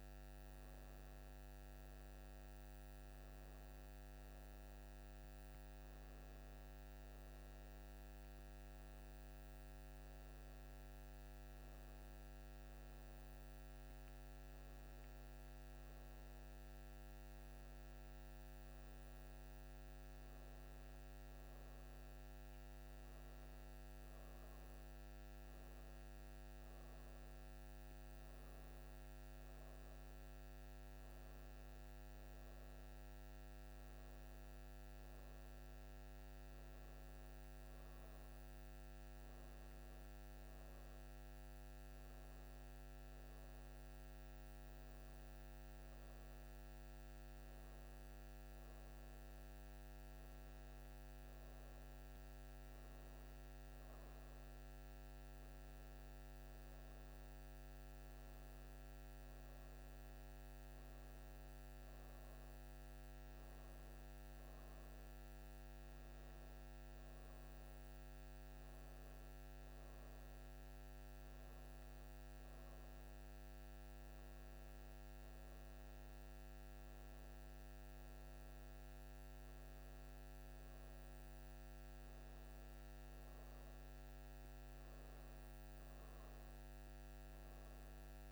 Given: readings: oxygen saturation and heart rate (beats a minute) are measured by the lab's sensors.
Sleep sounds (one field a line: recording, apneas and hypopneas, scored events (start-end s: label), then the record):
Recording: breathing in sleep, hard to hear, by a microphone on the trachea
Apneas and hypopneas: none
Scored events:
18.50-88.32 s: new sleep stage, N2 (light sleep)
From the record:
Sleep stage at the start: N1 (lightest sleep)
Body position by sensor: on the back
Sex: female